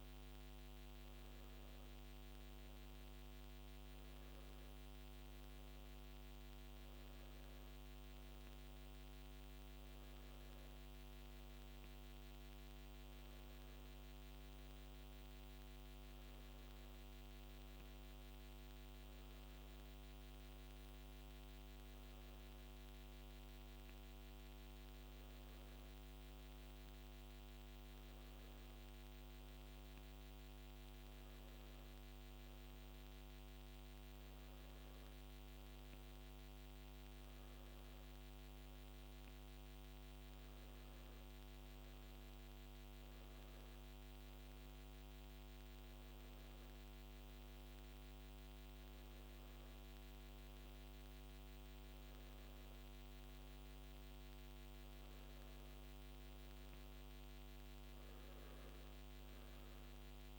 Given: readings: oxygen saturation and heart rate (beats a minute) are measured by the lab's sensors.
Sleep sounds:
breathing in sleep, hard to hear, by a microphone on the trachea; none
none scored
From the record:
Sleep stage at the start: N2 (light sleep); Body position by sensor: on the back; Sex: male

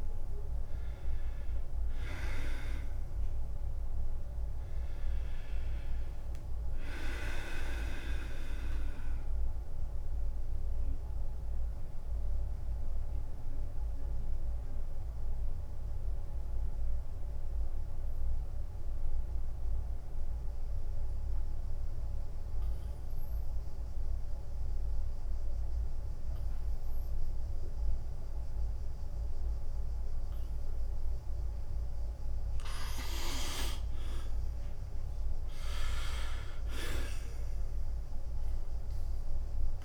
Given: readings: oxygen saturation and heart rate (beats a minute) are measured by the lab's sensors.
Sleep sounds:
breathing in sleep by a room microphone; 1
0.00-9.50 s: drop in pulse transit time (device-marked, heart rate 80 extreme)
11.50-32.50 s: mixed apnea (oxygen 97% before, 82% lowest, heart rate 87 before, 87 extreme, up 4 after)
24.50-28.50 s: oxygen desaturation (device-marked, oxygen 97% before, 95% lowest, heart rate 89 before, 87 extreme)
35.00-38.50 s: arousal
From the record:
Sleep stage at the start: N2 (light sleep); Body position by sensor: on the back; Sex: male

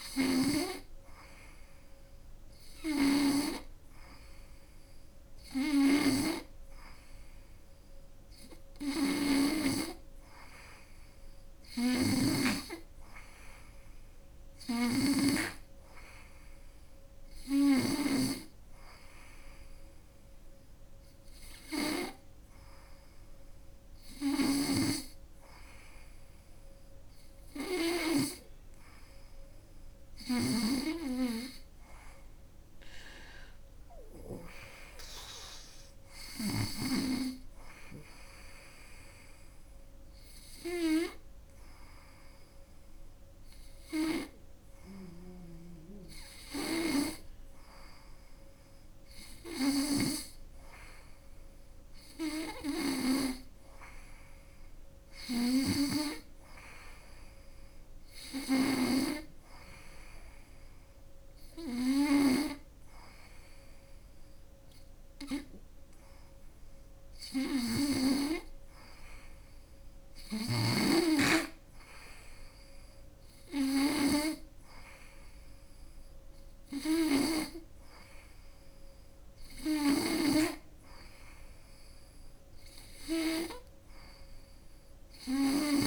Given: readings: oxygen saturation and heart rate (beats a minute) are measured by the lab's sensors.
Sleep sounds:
breathing in sleep by a room microphone; none
0.00-12.00 s: snoring (device-marked)
14.00-17.50 s: snoring (device-marked)
24.00-28.00 s: snoring (device-marked)
30.00-34.00 s: arousal
55.00-58.50 s: snoring (device-marked)
79.50-85.87 s: snoring (device-marked)
From the record:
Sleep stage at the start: N2 (light sleep); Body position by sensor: on the right side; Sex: female

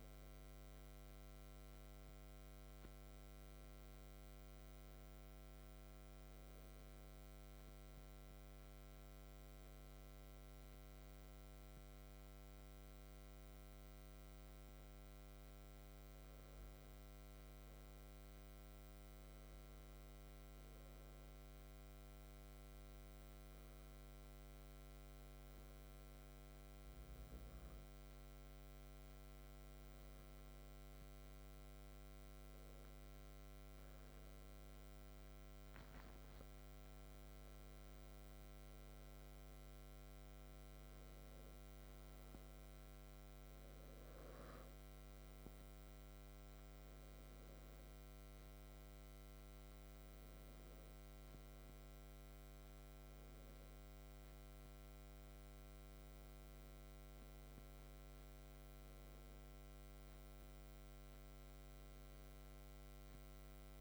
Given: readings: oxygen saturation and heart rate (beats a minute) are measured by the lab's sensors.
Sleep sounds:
breathing in sleep, hard to hear, by a microphone on the trachea; 1
21.00-32.50 s: obstructive apnea (oxygen 96% before, 93% lowest, heart rate 61 before, 61 extreme, up 5 after)
33.00-37.50 s: arousal
From the record:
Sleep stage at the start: N2 (light sleep); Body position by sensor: on the back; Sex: male

